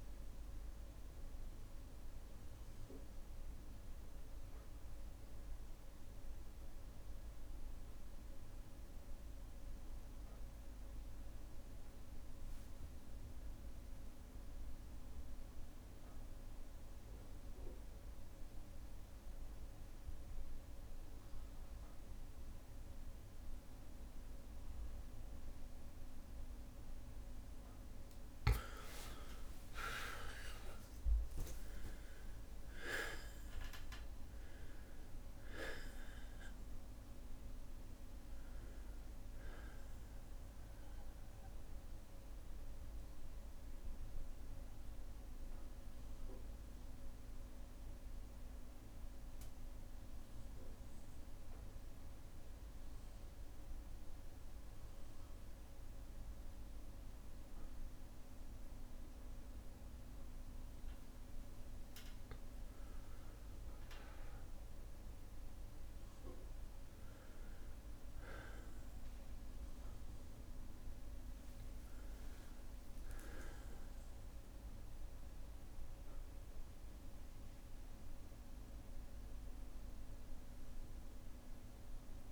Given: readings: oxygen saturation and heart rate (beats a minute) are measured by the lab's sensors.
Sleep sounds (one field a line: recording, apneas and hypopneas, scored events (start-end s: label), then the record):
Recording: breathing in sleep, hard to hear, by a room microphone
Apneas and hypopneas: 2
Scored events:
0.00-9.00 s: bradycardia (device-marked, heart rate 57 extreme)
1.50-27.00 s: obstructive apnea (oxygen 98% before, 91% lowest, heart rate 61 before, 57 extreme, up 32 after)
12.50-14.50 s: long interval between heartbeats (device-marked, heart rate 60 before, 68 extreme)
22.00-25.00 s: bradycardia (device-marked, heart rate 61 before, 60 extreme)
24.00-54.00 s: oxygen desaturation (device-marked, oxygen 98% before, 91% lowest, heart rate 62 before, 57 extreme)
28.50-30.50 s: long interval between heartbeats (device-marked, heart rate 62 before, 68 extreme)
28.50-35.00 s: arousal
31.50-33.50 s: long interval between heartbeats (device-marked, heart rate 65 before, 88 extreme)
40.50-61.00 s: obstructive apnea (oxygen 98% before, 91% lowest, heart rate 70 before, 56 extreme, up 4 after)
45.00-47.00 s: long interval between heartbeats (device-marked, heart rate 71 before, 68 extreme)
48.00-57.00 s: bradycardia (device-marked, heart rate 62 before, 57 extreme)
62.50-67.00 s: arousal
71.00-73.00 s: long interval between heartbeats (device-marked, heart rate 60 before, 70 extreme)
76.00-82.32 s: bradycardia (device-marked, heart rate 62 before, 56 extreme)
From the record:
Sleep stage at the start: N2 (light sleep)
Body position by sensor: on the back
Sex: male